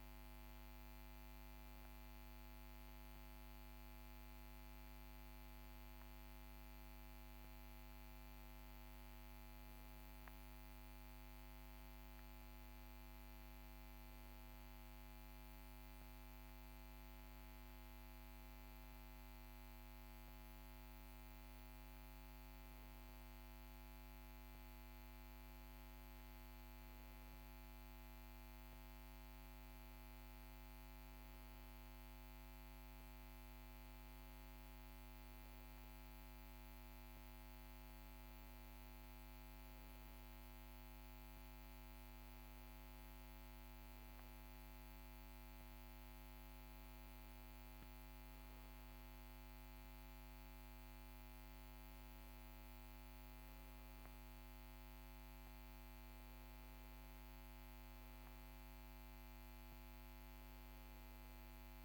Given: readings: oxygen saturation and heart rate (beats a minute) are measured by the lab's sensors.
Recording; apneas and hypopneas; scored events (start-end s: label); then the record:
breathing in sleep, hard to hear, by a microphone on the trachea; none
none scored
From the record:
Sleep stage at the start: N1 (lightest sleep); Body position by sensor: on the back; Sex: male